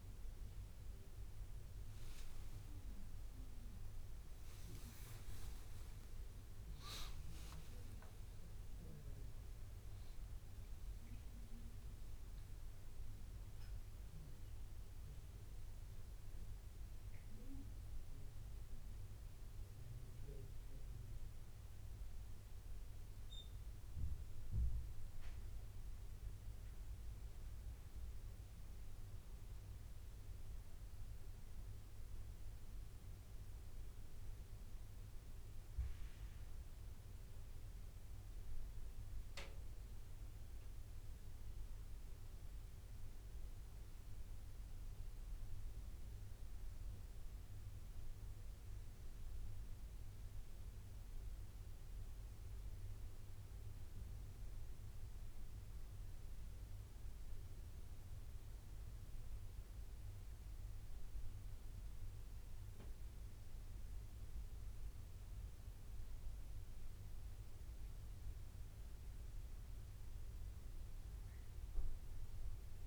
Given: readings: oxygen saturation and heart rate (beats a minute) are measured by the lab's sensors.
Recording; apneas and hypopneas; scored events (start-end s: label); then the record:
breathing in sleep, hard to hear, by a room microphone; none
2.00-7.00 s: arousal
64.50-68.50 s: arousal
From the record:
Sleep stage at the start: N2 (light sleep); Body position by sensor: on the right side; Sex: male